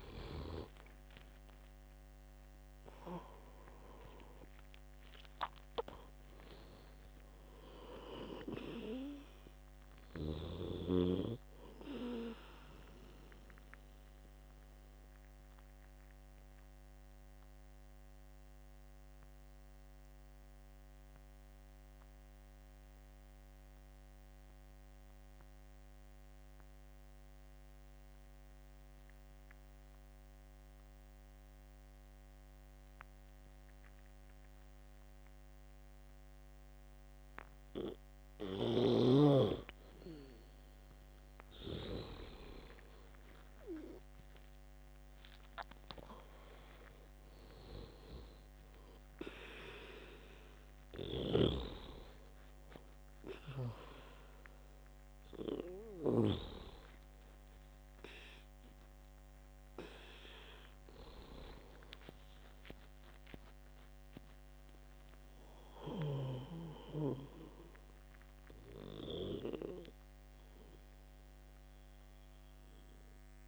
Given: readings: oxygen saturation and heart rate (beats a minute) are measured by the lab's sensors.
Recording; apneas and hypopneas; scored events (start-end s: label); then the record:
breathing in sleep by a microphone on the trachea; 1
0.00-1.00 s: arousal
0.00-13.00 s: oxygen desaturation (device-marked, oxygen 90% lowest, heart rate 64 extreme)
13.00-41.50 s: obstructive apnea (oxygen 98% before, 85% lowest, heart rate 78 before, 64 extreme, up 14 after)
20.00-31.00 s: oxygen desaturation (device-marked, oxygen 92% before, 85% lowest, heart rate 78 before, 66 extreme)
44.00-47.50 s: arousal
47.00-62.00 s: oxygen desaturation (device-marked, oxygen 98% before, 92% lowest, heart rate 71 before, 73 extreme)
64.00-73.48 s: oxygen desaturation (device-marked, oxygen 93% before, 88% lowest, heart rate 82 before, 63 extreme)
From the record:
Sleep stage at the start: N2 (light sleep); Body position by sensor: on the back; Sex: male